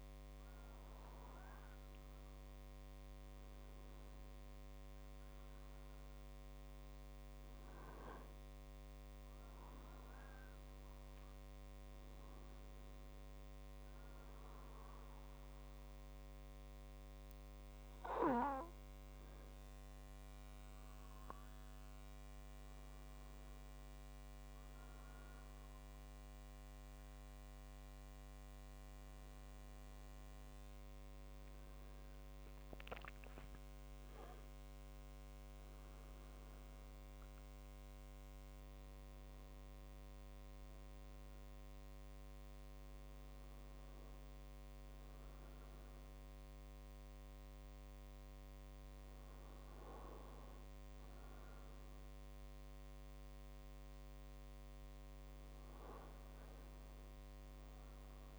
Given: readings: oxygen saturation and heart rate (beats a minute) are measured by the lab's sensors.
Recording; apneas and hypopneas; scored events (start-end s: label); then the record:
breathing in sleep, hard to hear, by a microphone on the trachea; none
28.50-32.50 s: arousal
31.50-45.50 s: drop in pulse transit time (device-marked, heart rate 52 before, 51 extreme)
From the record:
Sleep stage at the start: N2 (light sleep); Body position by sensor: on the right side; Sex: male